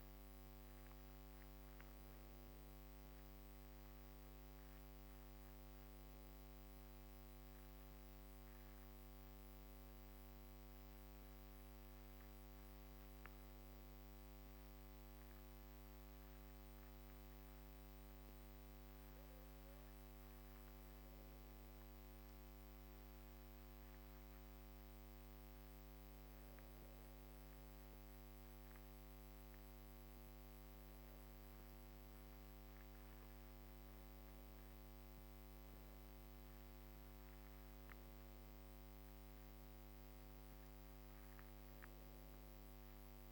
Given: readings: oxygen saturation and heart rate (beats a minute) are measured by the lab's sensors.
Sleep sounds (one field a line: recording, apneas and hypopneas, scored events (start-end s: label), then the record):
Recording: breathing in sleep, hard to hear, by a microphone on the trachea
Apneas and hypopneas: 1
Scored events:
2.50-15.50 s: hypopnea (oxygen 98% before, 96% lowest, heart rate 60 before, 50 extreme, up 12 after)
18.00-22.00 s: arousal
From the record:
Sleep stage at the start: N2 (light sleep)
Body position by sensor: on the back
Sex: female